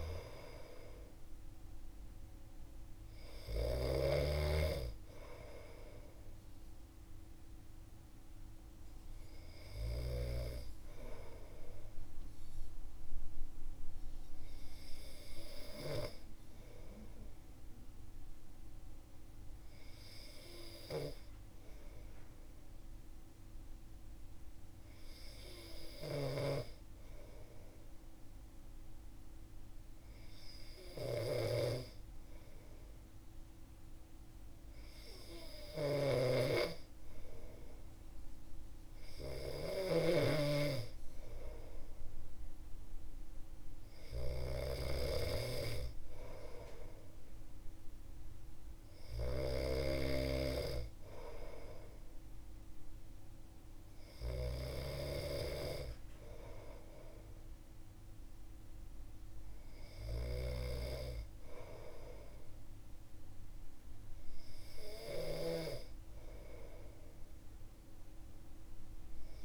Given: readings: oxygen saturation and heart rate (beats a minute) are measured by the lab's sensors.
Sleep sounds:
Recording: breathing in sleep by a room microphone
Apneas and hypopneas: 1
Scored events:
0.00-3.50 s: snoring (device-marked)
9.00-17.00 s: oxygen desaturation (device-marked, oxygen 96% before, 93% lowest, heart rate 60 before, 59 extreme)
14.00-36.00 s: hypopnea (oxygen 96% before, 94% lowest, heart rate 59 before, 56 extreme, up 4 after)
25.50-65.00 s: snoring (device-marked)
38.00-41.50 s: arousal
From the record:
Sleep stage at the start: N2 (light sleep)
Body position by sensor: on the back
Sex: male

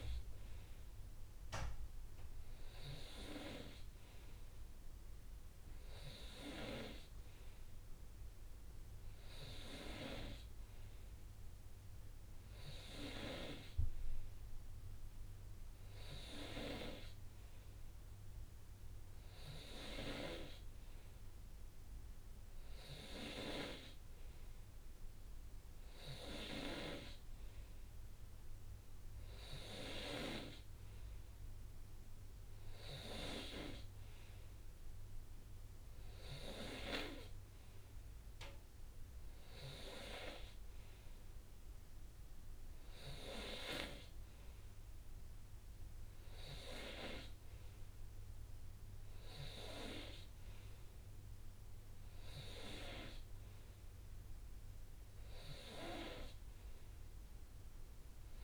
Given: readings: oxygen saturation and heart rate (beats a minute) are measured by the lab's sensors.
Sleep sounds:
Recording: breathing in sleep by a room microphone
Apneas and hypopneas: none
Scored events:
none scored
From the record:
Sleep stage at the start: N3 (deep sleep)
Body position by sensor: on the right side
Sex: male

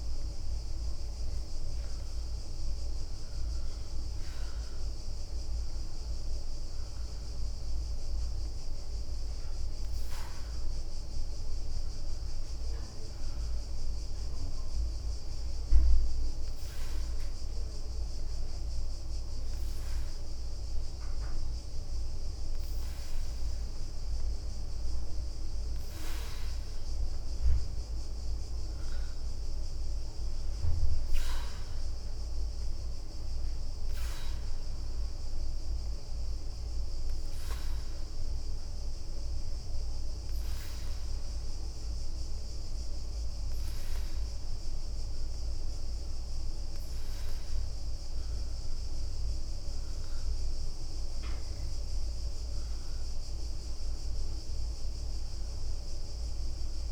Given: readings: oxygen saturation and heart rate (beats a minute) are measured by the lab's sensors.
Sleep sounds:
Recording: breathing in sleep, hard to hear, by a room microphone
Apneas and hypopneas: 2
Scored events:
4.00-8.00 s: arousal
6.50-7.50 s: leg movement (device-marked)
11.00-21.50 s: hypopnea (oxygen 92% before, 89% lowest, heart rate 71 before, 67 extreme, up 4 after)
24.00-28.00 s: arousal
33.50-47.50 s: oxygen desaturation (device-marked, oxygen 93% before, 89% lowest, heart rate 71 before, 64 extreme)
37.50-48.00 s: obstructive apnea (oxygen 93% before, 89% lowest, heart rate 71 before, 64 extreme, up 5 after)
50.00-54.00 s: arousal
From the record:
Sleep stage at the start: N2 (light sleep)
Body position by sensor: on the back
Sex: female

